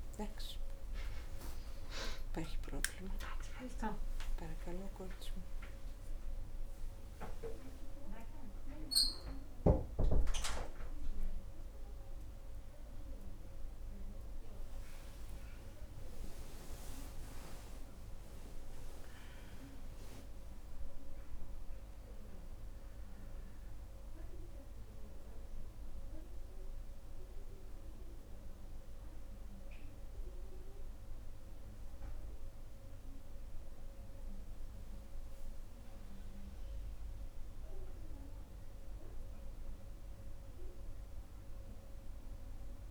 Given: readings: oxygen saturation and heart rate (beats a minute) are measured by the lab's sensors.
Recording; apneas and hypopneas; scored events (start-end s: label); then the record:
a person partly awake in a sleep study, by a room microphone; none
4.50-42.91 s: new sleep stage, N1 (lightest sleep)
39.50-42.91 s: arousal
From the record:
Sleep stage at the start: awake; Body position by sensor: on the right side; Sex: female